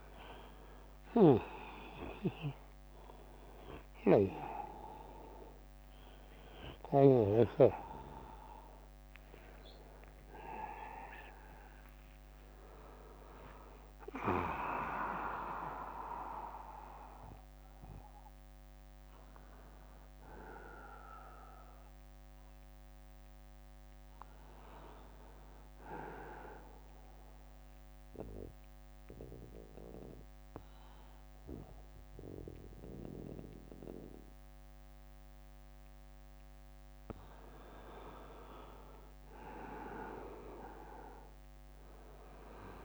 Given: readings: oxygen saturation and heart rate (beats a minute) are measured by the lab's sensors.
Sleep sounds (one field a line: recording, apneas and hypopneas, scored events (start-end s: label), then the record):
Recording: a person awake in a sleep study, by a microphone on the trachea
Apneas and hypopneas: 1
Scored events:
24.50-42.85 s: new sleep stage, N2 (light sleep)
25.50-36.00 s: mixed apnea (oxygen 99% before, 93% lowest, heart rate 77 before, 69 extreme, up 9 after)
38.50-42.00 s: arousal
From the record:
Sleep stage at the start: awake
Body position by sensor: on the back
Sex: male